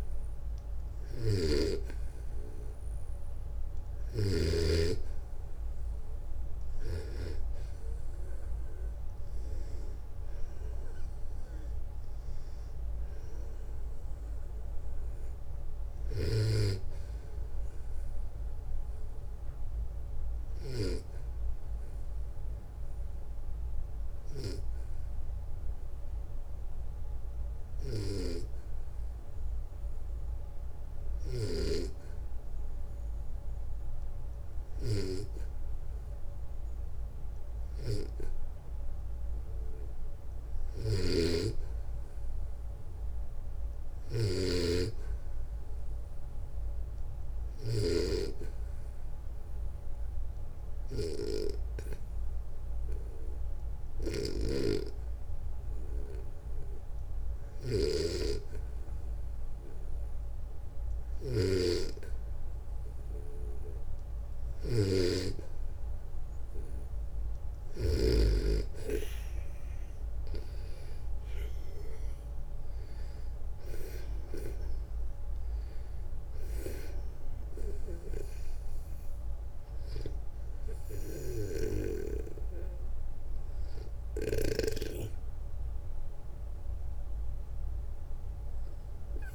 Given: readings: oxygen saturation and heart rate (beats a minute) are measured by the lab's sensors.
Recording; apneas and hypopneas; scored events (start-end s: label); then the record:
breathing in sleep by a room microphone; 2
0.00-4.00 s: snoring (device-marked)
0.00-20.50 s: oxygen desaturation (device-marked, oxygen 90% lowest, heart rate 58 extreme)
15.00-20.00 s: snoring (device-marked)
19.50-33.00 s: obstructive apnea (oxygen 93% before, 87% lowest, heart rate 66 before, 58 extreme, up 0 after)
27.00-67.50 s: snoring (device-marked)
29.50-39.50 s: oxygen desaturation (device-marked, oxygen 91% before, 87% lowest, heart rate 65 before, 58 extreme)
38.00-42.00 s: arousal
47.50-61.00 s: obstructive apnea (oxygen 97% before, 89% lowest, heart rate 59 before, 58 extreme, up 4 after)
70.50-74.50 s: arousal
80.00-83.50 s: snoring (device-marked)
From the record:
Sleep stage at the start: N2 (light sleep); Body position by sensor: on the back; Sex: male